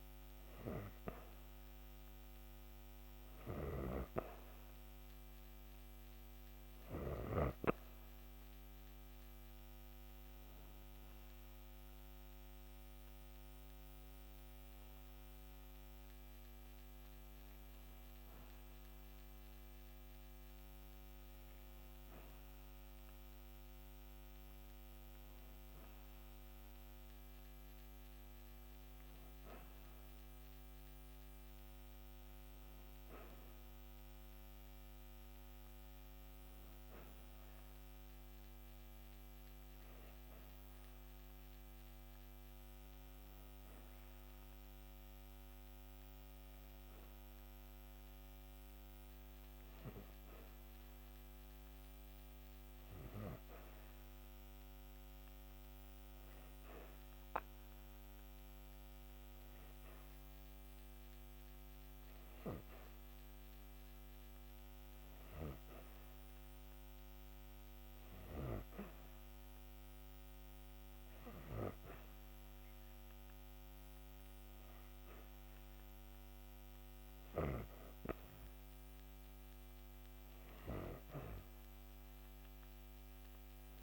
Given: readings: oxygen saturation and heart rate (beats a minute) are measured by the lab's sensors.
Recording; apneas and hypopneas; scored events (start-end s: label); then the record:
breathing in sleep by a microphone on the trachea; 1
35.00-37.50 s: arousal
41.00-54.50 s: hypopnea (oxygen 91% before, 90% lowest)
56.50-59.50 s: arousal
From the record:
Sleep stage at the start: N2 (light sleep); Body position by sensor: on the back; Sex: female